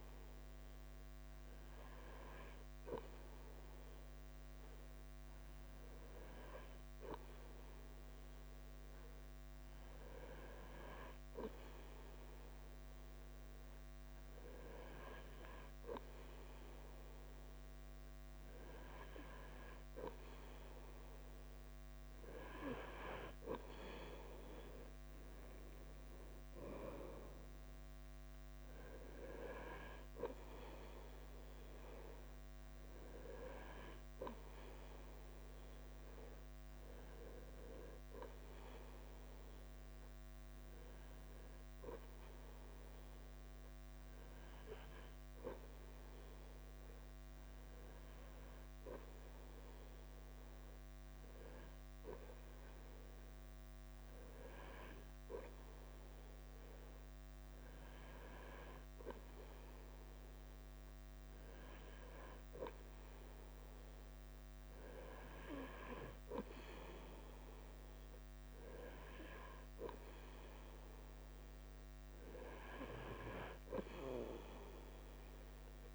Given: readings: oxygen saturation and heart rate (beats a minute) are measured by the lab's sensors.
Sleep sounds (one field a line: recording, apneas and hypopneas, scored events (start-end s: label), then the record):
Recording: breathing in sleep by a microphone on the trachea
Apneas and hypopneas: none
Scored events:
0.00-23.50 s: bradycardia (device-marked, heart rate 40 extreme)
25.50-43.50 s: bradycardia (device-marked, heart rate 49 before, 42 extreme)
49.50-75.95 s: bradycardia (device-marked, heart rate 49 before, 40 extreme)
71.50-75.95 s: new sleep stage, awake
From the record:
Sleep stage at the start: N3 (deep sleep)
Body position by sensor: on the front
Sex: male